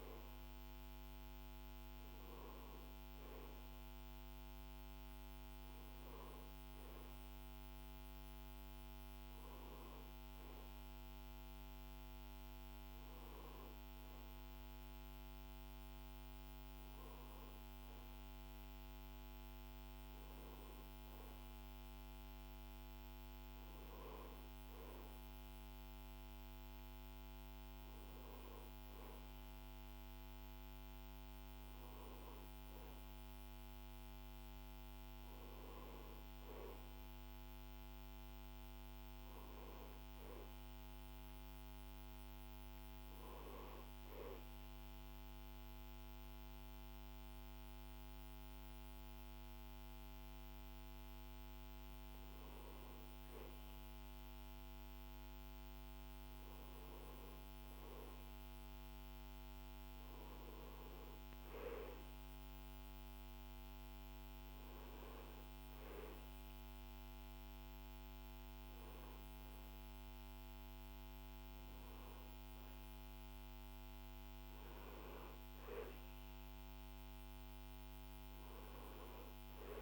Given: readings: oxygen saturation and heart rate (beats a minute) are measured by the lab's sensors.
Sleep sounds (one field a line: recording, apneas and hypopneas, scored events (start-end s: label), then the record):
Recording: breathing in sleep, hard to hear, by a microphone on the trachea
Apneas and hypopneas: none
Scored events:
66.00-79.82 s: new sleep stage, N2 (light sleep)
From the record:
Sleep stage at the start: N1 (lightest sleep)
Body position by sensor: on the back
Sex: male